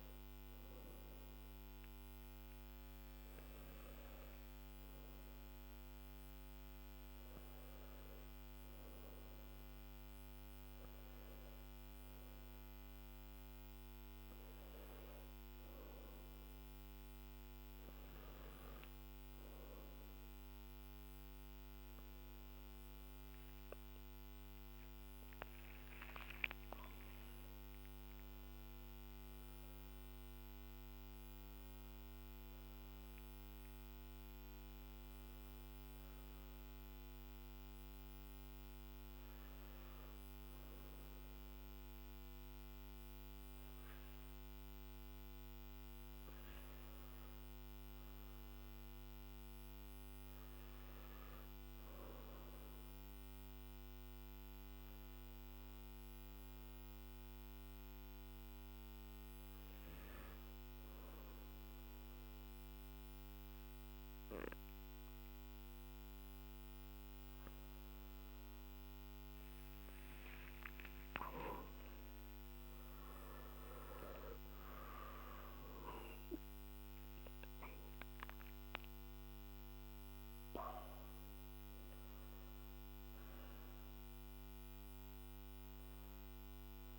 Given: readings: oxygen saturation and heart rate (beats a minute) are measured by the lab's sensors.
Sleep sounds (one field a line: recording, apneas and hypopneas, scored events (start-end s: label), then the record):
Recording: breathing in sleep, hard to hear, by a microphone on the trachea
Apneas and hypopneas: 1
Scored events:
54.00-69.00 s: obstructive apnea (oxygen 97% before, 95% lowest, heart rate 53 before, 51 extreme, up 11 after)
64.50-86.99 s: new sleep stage, N1 (lightest sleep)
From the record:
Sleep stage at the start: N3 (deep sleep)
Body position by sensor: on the back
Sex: male